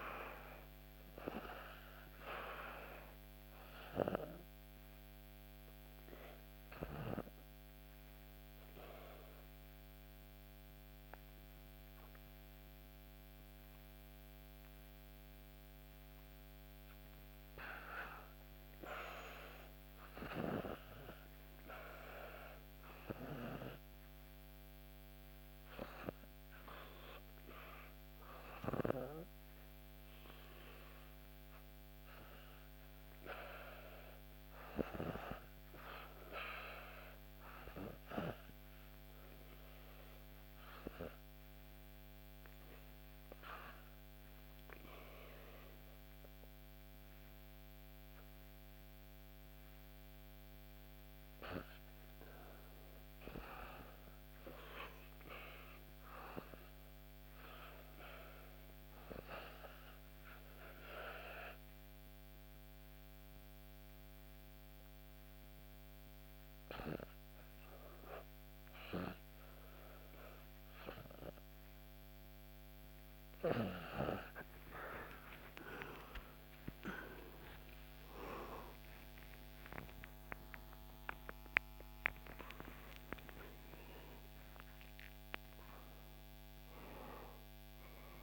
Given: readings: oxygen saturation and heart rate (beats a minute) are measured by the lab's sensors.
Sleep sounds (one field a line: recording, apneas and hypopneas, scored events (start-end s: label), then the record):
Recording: breathing in sleep by a microphone on the trachea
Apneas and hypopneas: 3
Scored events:
4.00-16.00 s: oxygen desaturation (device-marked, oxygen 92% before, 89% lowest, heart rate 69 before, 68 extreme)
7.00-17.00 s: obstructive apnea (oxygen 93% before, 89% lowest, heart rate 69 before, 68 extreme, up 1 after)
20.00-25.00 s: arousal
43.50-53.50 s: obstructive apnea (oxygen 94% before, 91% lowest, heart rate 70 before, 68 extreme, up 0 after)
54.50-56.50 s: arousal
59.50-72.00 s: hypopnea (oxygen 93% before, 91% lowest, heart rate 70 before, 68 extreme, up 6 after)
74.00-81.50 s: arousal
From the record:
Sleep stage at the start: REM sleep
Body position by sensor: on the back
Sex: female